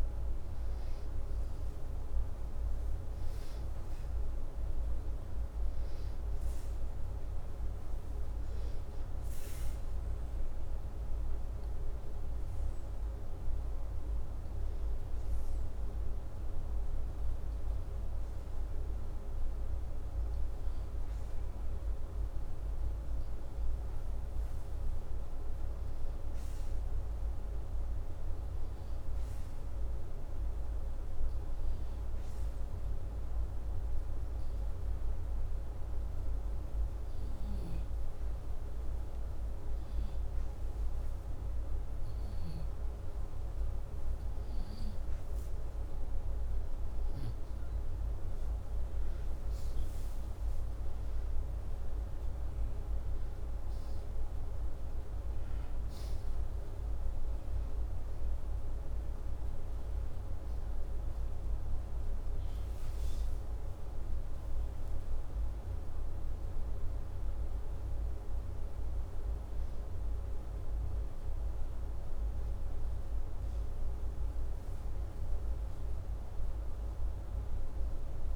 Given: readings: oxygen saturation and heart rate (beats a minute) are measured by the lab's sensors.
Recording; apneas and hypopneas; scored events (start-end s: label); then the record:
breathing in sleep, hard to hear, by a room microphone; 2
11.50-21.50 s: hypopnea (oxygen 96% before, 95% lowest, heart rate 85 before, 80 extreme, up 1 after)
23.50-25.50 s: arousal
28.00-38.00 s: hypopnea (oxygen 96% before, 95% lowest, heart rate 82 before, 80 extreme, up 7 after)
42.00-45.50 s: arousal
From the record:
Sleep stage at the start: N2 (light sleep); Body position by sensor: upright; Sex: male